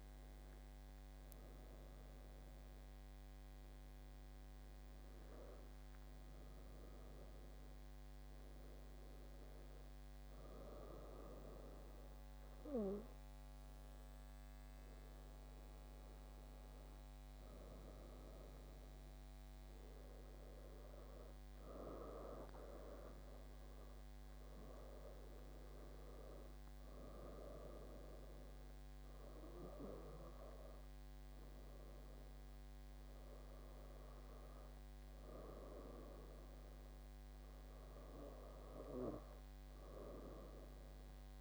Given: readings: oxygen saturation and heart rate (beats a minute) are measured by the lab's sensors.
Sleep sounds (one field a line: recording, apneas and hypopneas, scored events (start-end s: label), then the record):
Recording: breathing in sleep by a microphone on the trachea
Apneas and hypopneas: none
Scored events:
13.50-41.41 s: new sleep stage, N2 (light sleep)
From the record:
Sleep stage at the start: N1 (lightest sleep)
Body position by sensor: on the left side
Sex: female